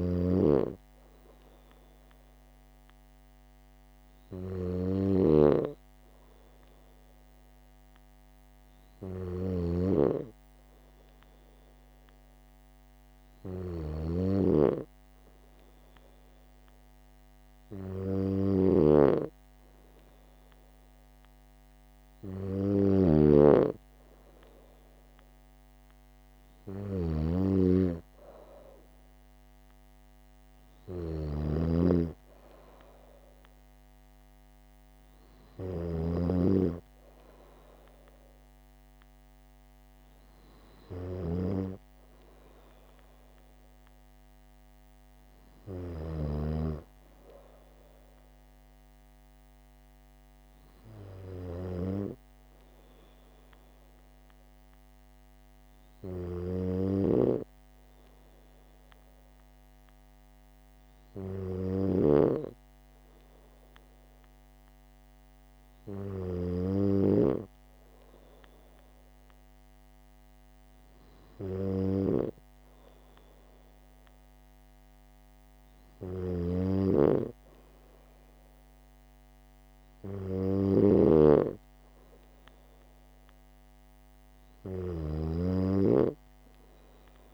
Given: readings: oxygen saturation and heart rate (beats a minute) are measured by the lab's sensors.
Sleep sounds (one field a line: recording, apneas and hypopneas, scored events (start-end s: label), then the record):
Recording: breathing in sleep by a microphone on the trachea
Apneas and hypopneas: none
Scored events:
0.00-46.50 s: snoring (device-marked)
57.00-62.50 s: snoring (device-marked)
76.00-87.34 s: snoring (device-marked)
From the record:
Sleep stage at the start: N2 (light sleep)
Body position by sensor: on the right side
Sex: female